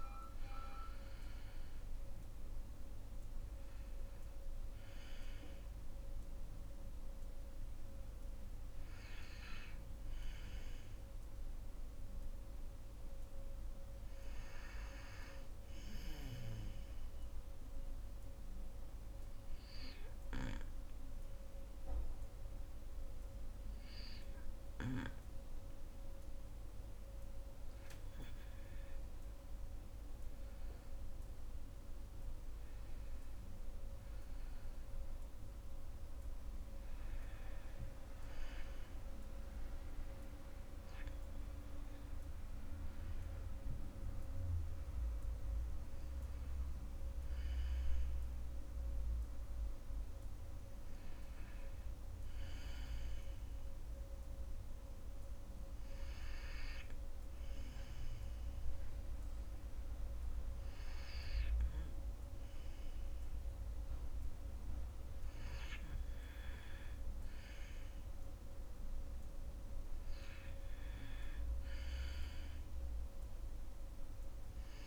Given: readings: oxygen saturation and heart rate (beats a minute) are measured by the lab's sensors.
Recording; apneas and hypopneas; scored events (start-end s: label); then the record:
breathing in sleep, hard to hear, by a room microphone; 2
0.00-19.50 s: oxygen desaturation (device-marked, oxygen 86% lowest, heart rate 57 extreme)
15.50-27.00 s: obstructive apnea (oxygen 93% before, 86% lowest, heart rate 64 before, 58 extreme, up 8 after)
29.00-32.50 s: arousal
31.50-48.50 s: oxygen desaturation (device-marked, oxygen 96% before, 86% lowest, heart rate 61 before, 58 extreme)
52.00-64.50 s: hypopnea (oxygen 96% before, 90% lowest, heart rate 63 before, 61 extreme, up 6 after)
67.00-70.50 s: arousal
69.50-74.87 s: oxygen desaturation (device-marked, oxygen 95% before, 90% lowest, heart rate 61 before, 64 extreme)
From the record:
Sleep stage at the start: N2 (light sleep); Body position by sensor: on the back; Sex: female